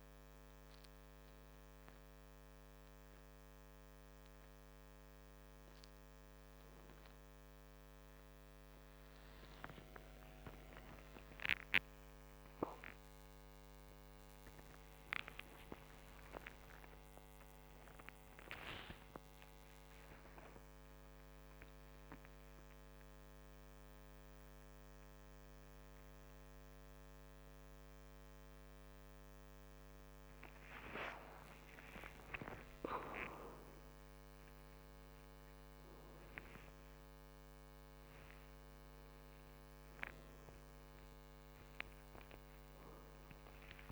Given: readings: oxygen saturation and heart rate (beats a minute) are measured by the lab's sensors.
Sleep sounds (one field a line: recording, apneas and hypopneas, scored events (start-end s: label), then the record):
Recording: a person awake in a sleep study, by a microphone on the trachea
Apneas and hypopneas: none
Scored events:
none scored
From the record:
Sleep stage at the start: awake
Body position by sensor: on the back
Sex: male